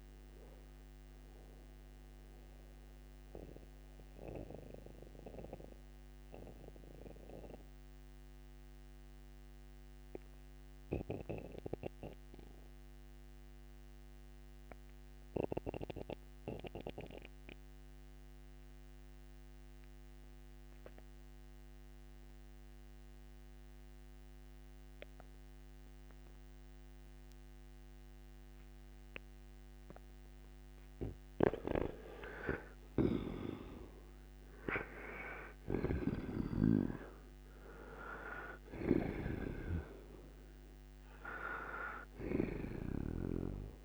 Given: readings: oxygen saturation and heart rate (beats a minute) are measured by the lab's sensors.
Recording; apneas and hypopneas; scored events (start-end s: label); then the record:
breathing in sleep by a microphone on the trachea; 1
0.00-6.00 s: oxygen desaturation (device-marked, oxygen 82% lowest, heart rate 59 extreme)
4.00-31.00 s: mixed apnea (oxygen 92% before, 82% lowest, heart rate 64 before, 59 extreme, up 35 after)
28.00-43.85 s: oxygen desaturation (device-marked, oxygen 97% before, 82% lowest, heart rate 60 before, 57 extreme)
32.50-37.50 s: arousal
32.50-42.50 s: snoring (device-marked)
From the record:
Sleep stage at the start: N2 (light sleep); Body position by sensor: on the right side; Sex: male